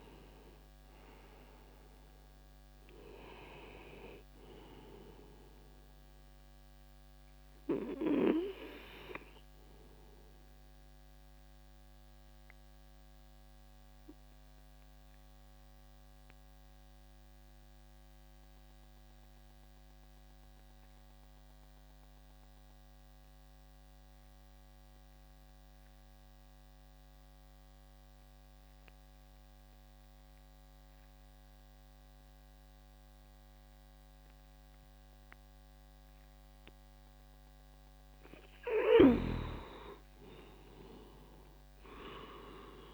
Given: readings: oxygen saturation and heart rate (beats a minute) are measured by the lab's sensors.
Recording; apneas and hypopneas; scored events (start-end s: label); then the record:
breathing in sleep by a microphone on the trachea; 1
0.00-24.50 s: oxygen desaturation (device-marked, oxygen 89% lowest, heart rate 59 extreme)
10.50-36.50 s: obstructive apnea (oxygen 99% before, 89% lowest, heart rate 71 before, 59 extreme, up 15 after)
38.50-42.94 s: oxygen desaturation (device-marked, oxygen 100% before, 91% lowest, heart rate 62 before, 60 extreme)
39.00-42.94 s: arousal
From the record:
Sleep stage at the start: N2 (light sleep); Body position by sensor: on the back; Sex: male